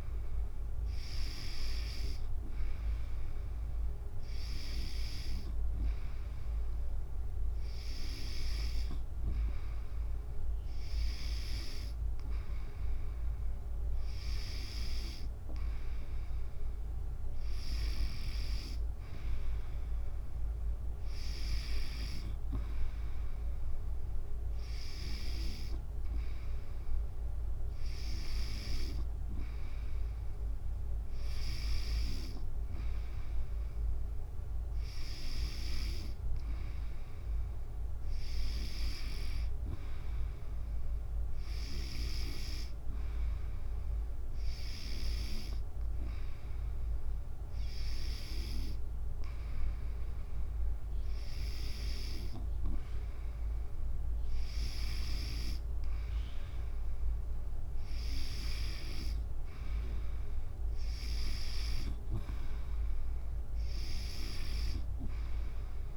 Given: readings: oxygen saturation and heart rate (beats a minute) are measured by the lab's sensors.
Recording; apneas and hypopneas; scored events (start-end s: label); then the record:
breathing in sleep by a room microphone; none
5.00-65.97 s: new sleep stage, N3 (deep sleep)
From the record:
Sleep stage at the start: N2 (light sleep); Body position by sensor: on the back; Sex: female